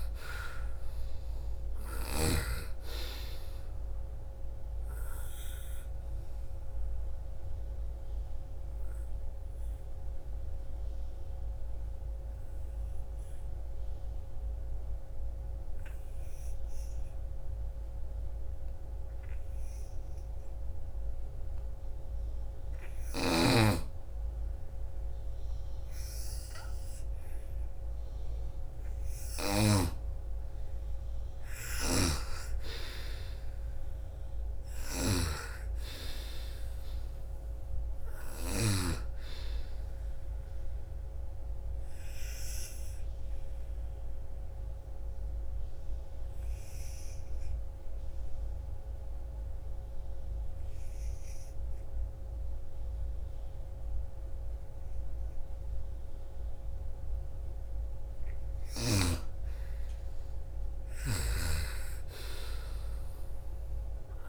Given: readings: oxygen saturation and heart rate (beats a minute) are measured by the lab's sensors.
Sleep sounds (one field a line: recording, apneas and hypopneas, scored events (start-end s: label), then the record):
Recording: breathing in sleep by a room microphone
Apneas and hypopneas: 2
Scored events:
0.00-1.50 s: snoring (device-marked)
0.00-15.00 s: oxygen desaturation (device-marked, oxygen 84% lowest, heart rate 58 extreme)
4.00-20.50 s: obstructive apnea (oxygen 99% before, 84% lowest, heart rate 63 before, 58 extreme, up 2 after)
23.00-26.50 s: arousal
25.00-51.00 s: oxygen desaturation (device-marked, oxygen 98% before, 89% lowest, heart rate 63 before, 49 extreme)
31.00-38.00 s: snoring (device-marked)
40.50-57.00 s: obstructive apnea (oxygen 98% before, 90% lowest, heart rate 66 before, 49 extreme, up 13 after)
59.00-62.50 s: arousal
60.50-64.00 s: snoring (device-marked)
From the record:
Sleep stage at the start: N2 (light sleep)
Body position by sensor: on the right side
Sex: female